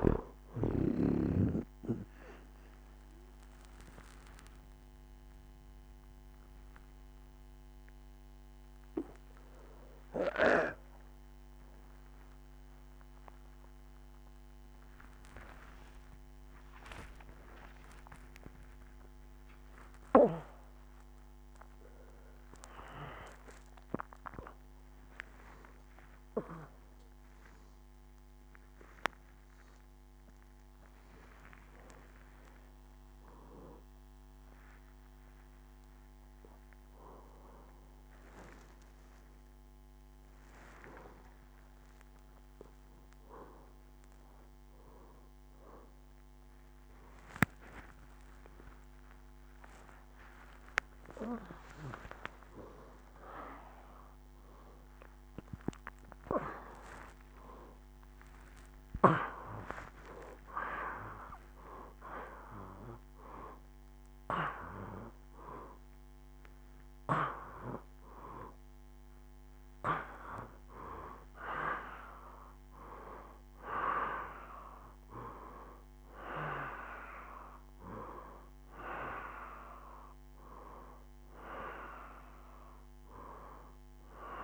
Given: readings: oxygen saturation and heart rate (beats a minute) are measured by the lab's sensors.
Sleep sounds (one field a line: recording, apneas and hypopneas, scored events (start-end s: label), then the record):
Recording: a person awake in a sleep study, by a microphone on the trachea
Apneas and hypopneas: none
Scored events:
3.50-5.50 s: long interval between heartbeats (device-marked, heart rate 75 before, 86 extreme)
4.50-64.50 s: new sleep stage, awake
11.50-22.50 s: oxygen desaturation (device-marked, oxygen 91% before, 88% lowest, heart rate 80 before, 89 extreme)
14.50-16.50 s: long interval between heartbeats (device-marked, heart rate 81 before, 101 extreme)
16.50-18.50 s: long interval between heartbeats (device-marked, heart rate 84 before, 115 extreme)
25.00-27.00 s: long interval between heartbeats (device-marked, heart rate 97 before, 100 extreme)
38.00-40.00 s: long interval between heartbeats (device-marked, heart rate 104 before, 100 extreme)
48.50-50.50 s: long interval between heartbeats (device-marked, heart rate 97 before, 102 extreme)
51.50-53.50 s: long interval between heartbeats (device-marked, heart rate 97 before, 139 extreme)
55.50-57.50 s: long interval between heartbeats (device-marked, heart rate 111 before, 181 extreme)
58.00-60.00 s: long interval between heartbeats (device-marked, heart rate 121 before, 175 extreme)
60.50-62.50 s: long interval between heartbeats (device-marked, heart rate 132 before, 160 extreme)
63.50-65.50 s: long interval between heartbeats (device-marked, heart rate 142 before, 186 extreme)
64.50-84.44 s: new sleep stage, N1 (lightest sleep)
66.50-68.50 s: long interval between heartbeats (device-marked, heart rate 157 before, 165 extreme)
70.50-72.50 s: long interval between heartbeats (device-marked, heart rate 169 before, 115 extreme)
From the record:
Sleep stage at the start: N2 (light sleep)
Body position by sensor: on the right side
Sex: female